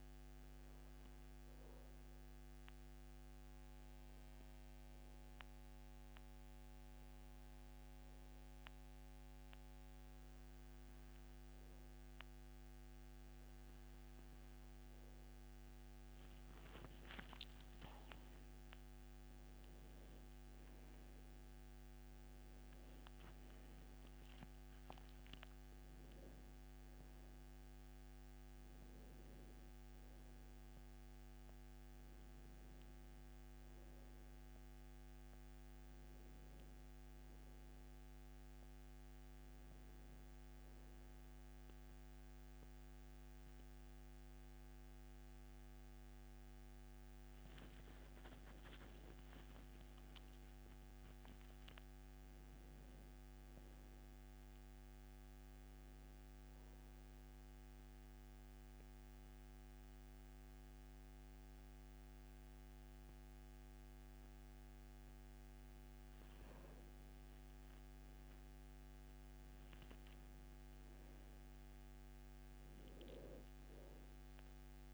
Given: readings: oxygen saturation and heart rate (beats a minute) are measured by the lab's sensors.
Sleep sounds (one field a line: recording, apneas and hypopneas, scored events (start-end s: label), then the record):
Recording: breathing in sleep, hard to hear, by a microphone on the trachea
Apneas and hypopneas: 2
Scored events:
0.00-10.50 s: oxygen desaturation (device-marked, oxygen 91% lowest, heart rate 68 extreme)
1.50-15.00 s: obstructive apnea (oxygen 96% before, 90% lowest, heart rate 72 before, 68 extreme, up 9 after)
17.00-21.00 s: arousal
23.50-37.50 s: oxygen desaturation (device-marked, oxygen 98% before, 90% lowest, heart rate 72 before, 66 extreme)
49.50-53.00 s: arousal
57.00-67.50 s: obstructive apnea (oxygen 99% before, 90% lowest, heart rate 72 before, 66 extreme, up 6 after)
69.50-73.00 s: arousal
From the record:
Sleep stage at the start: N2 (light sleep)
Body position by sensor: on the back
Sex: male